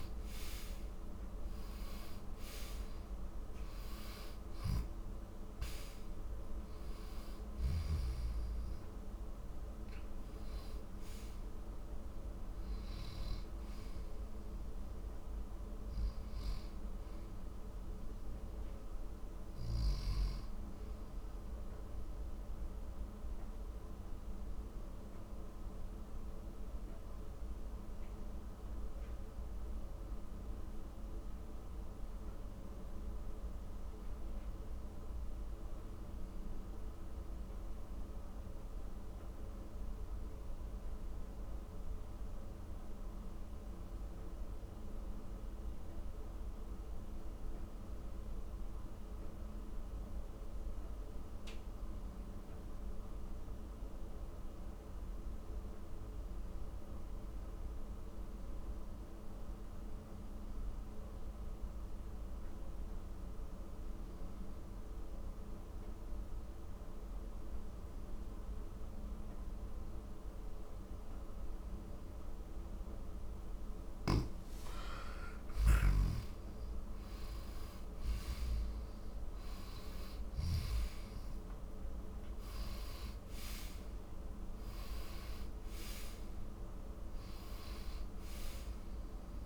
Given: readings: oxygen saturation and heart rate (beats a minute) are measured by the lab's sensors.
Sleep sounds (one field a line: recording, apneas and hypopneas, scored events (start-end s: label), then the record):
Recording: breathing in sleep, hard to hear, by a room microphone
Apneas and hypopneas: 1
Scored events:
0.00-30.50 s: oxygen desaturation (device-marked, oxygen 87% lowest, heart rate 44 extreme)
22.00-72.50 s: mixed apnea (oxygen 95% before, 85% lowest, heart rate 69 before, 44 extreme, up 24 after)
64.50-89.46 s: oxygen desaturation (device-marked, oxygen 97% before, 85% lowest, heart rate 51 before, 48 extreme)
73.50-78.00 s: arousal
From the record:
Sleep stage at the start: N2 (light sleep)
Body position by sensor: on the back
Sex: male